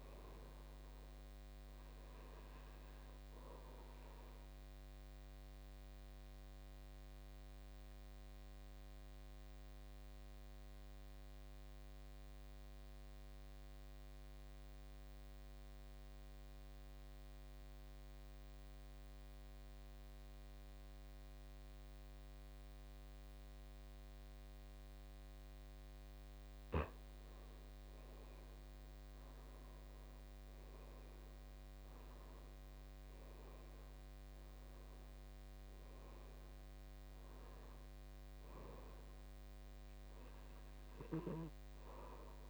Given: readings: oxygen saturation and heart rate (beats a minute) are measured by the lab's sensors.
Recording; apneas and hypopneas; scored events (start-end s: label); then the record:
breathing in sleep, hard to hear, by a microphone on the trachea; 1
0.00-18.50 s: oxygen desaturation (device-marked, oxygen 81% lowest, heart rate 55 extreme)
4.50-26.00 s: obstructive apnea (oxygen 94% before, 81% lowest, heart rate 67 before, 55 extreme, up 11 after)
27.50-32.00 s: arousal
32.50-42.50 s: oxygen desaturation (device-marked, oxygen 98% before, 89% lowest, heart rate 59 before, 56 extreme)
From the record:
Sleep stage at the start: N2 (light sleep); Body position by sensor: on the back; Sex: male